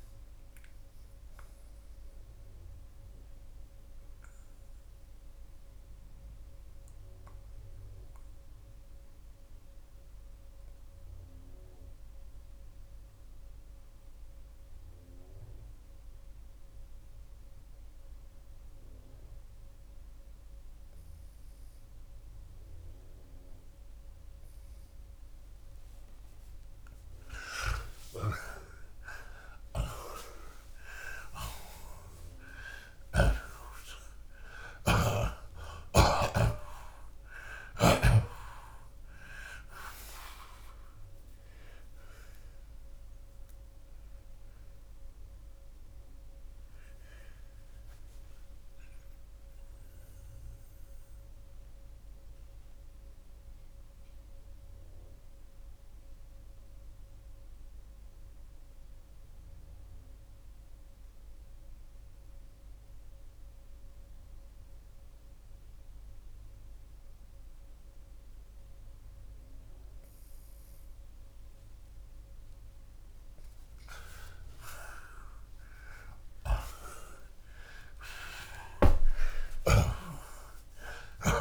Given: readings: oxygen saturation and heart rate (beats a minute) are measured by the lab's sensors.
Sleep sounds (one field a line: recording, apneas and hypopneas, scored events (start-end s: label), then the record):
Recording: breathing in sleep by a room microphone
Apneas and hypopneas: 2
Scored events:
2.50-26.50 s: obstructive apnea (oxygen 89% before, 78% lowest, heart rate 108 before, 53 extreme, up 50 after)
12.00-30.00 s: oxygen desaturation (device-marked, oxygen 89% before, 78% lowest, heart rate 90 before, 53 extreme)
27.50-33.00 s: snoring (device-marked)
30.00-37.50 s: arousal
46.50-72.00 s: obstructive apnea (oxygen 89% before, 79% lowest, heart rate 98 before, 63 extreme)
54.00-74.00 s: oxygen desaturation (device-marked, oxygen 89% before, 79% lowest, heart rate 83 before, 63 extreme)
75.00-80.00 s: arousal
From the record:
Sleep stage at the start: N2 (light sleep)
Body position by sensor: on the left side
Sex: male